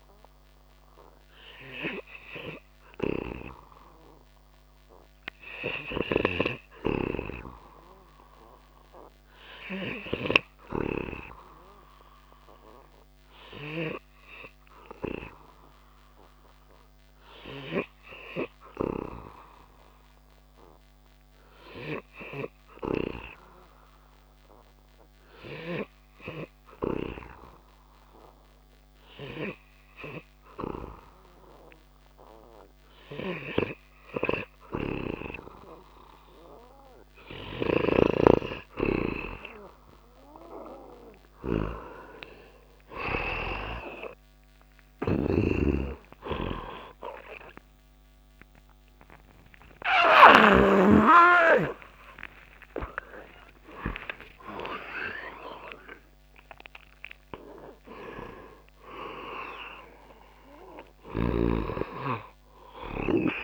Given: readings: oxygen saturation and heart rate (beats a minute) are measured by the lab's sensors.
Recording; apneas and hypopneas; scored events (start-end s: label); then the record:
breathing in sleep by a microphone on the trachea; 1
6.00-10.00 s: arousal
14.50-33.50 s: hypopnea (oxygen 97% before, 94% lowest)
36.50-50.00 s: snoring (device-marked)
44.50-51.00 s: arousal
60.00-63.44 s: snoring (device-marked)
From the record:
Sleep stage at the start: N2 (light sleep); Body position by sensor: on the back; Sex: male